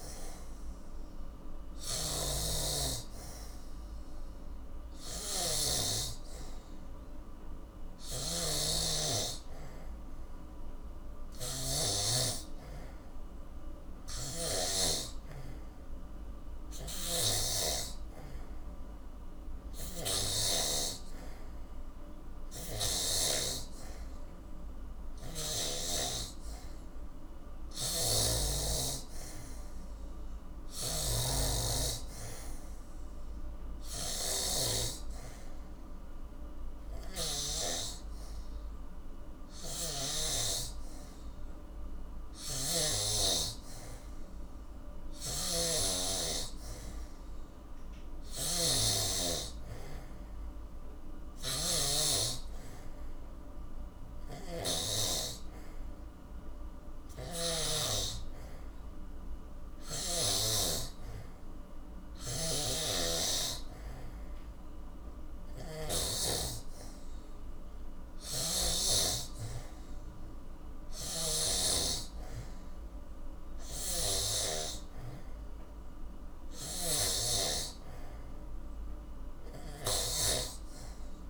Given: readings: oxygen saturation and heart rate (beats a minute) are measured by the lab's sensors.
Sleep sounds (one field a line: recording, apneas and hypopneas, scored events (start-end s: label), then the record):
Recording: breathing in sleep by a room microphone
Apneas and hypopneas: none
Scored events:
0.00-6.00 s: snoring (device-marked)
8.00-12.00 s: snoring (device-marked)
14.00-23.50 s: snoring (device-marked)
30.50-37.50 s: snoring (device-marked)
39.50-55.00 s: snoring (device-marked)
57.00-66.00 s: snoring (device-marked)
68.00-80.00 s: snoring (device-marked)
From the record:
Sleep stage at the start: N3 (deep sleep)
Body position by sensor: on the back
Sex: male